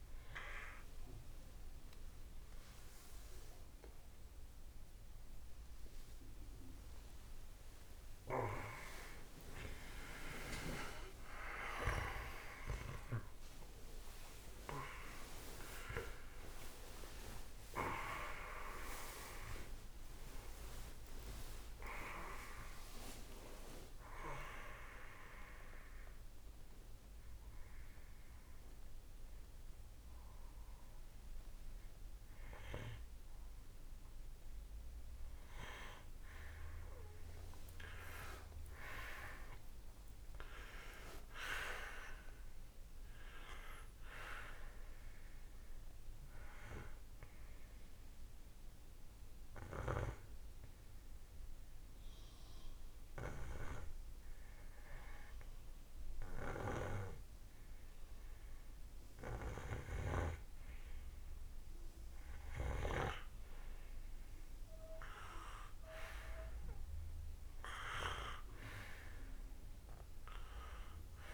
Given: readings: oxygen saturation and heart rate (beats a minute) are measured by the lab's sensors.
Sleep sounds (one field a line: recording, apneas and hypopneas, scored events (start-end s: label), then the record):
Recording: a person partly awake in a sleep study, by a room microphone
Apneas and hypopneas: 1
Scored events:
9.50-11.50 s: long interval between heartbeats (device-marked, heart rate 72 before, 79 extreme)
19.00-49.00 s: new sleep stage, N1 (lightest sleep)
42.00-58.00 s: oxygen desaturation (device-marked, oxygen 97% before, 90% lowest, heart rate 76 before, 54 extreme)
47.50-59.50 s: hypopnea (oxygen 97% before, 90% lowest, heart rate 73 before, 54 extreme, up 9 after)
49.00-71.34 s: new sleep stage, N2 (light sleep)
63.00-67.00 s: arousal
66.00-71.34 s: oxygen desaturation (device-marked, oxygen 97% before, 92% lowest, heart rate 58 before, 56 extreme)
From the record:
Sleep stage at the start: awake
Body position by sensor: on the right side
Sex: male